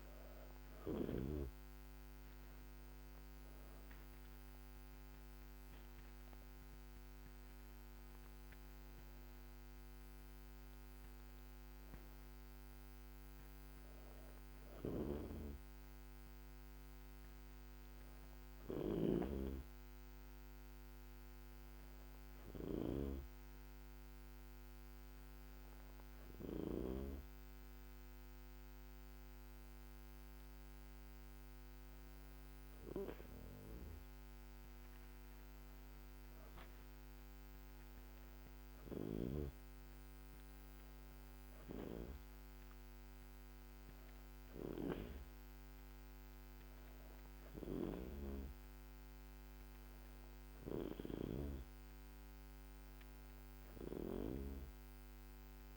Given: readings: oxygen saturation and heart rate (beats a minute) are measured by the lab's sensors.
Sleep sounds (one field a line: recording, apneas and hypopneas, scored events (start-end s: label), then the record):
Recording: breathing in sleep by a microphone on the trachea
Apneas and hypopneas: 1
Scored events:
4.00-7.50 s: arousal
23.00-34.50 s: hypopnea (oxygen 97% before, 95% lowest, heart rate 78 before, 70 extreme, up 34 after)
36.00-39.50 s: arousal
From the record:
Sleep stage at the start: N2 (light sleep)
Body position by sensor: on the back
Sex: female